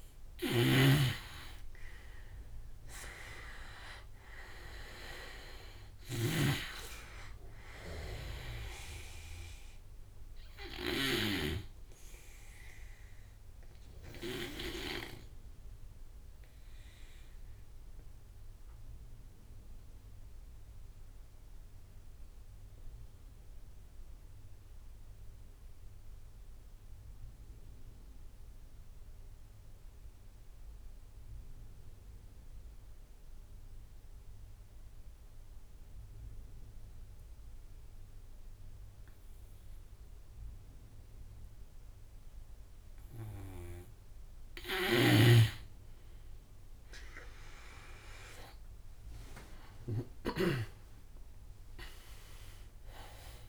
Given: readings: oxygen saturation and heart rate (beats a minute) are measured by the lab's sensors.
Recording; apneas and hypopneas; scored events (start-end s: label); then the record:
breathing in sleep by a room microphone; 1
0.00-1.50 s: arousal
0.00-14.00 s: snoring (device-marked)
0.00-24.50 s: oxygen desaturation (device-marked, oxygen 84% lowest)
16.00-42.00 s: obstructive apnea (oxygen 98% before, 85% lowest)
35.50-53.49 s: oxygen desaturation (device-marked, oxygen 100% before, 86% lowest)
43.50-53.49 s: snoring (device-marked)
46.00-50.50 s: arousal
From the record:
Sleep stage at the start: N2 (light sleep); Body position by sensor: on the right side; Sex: male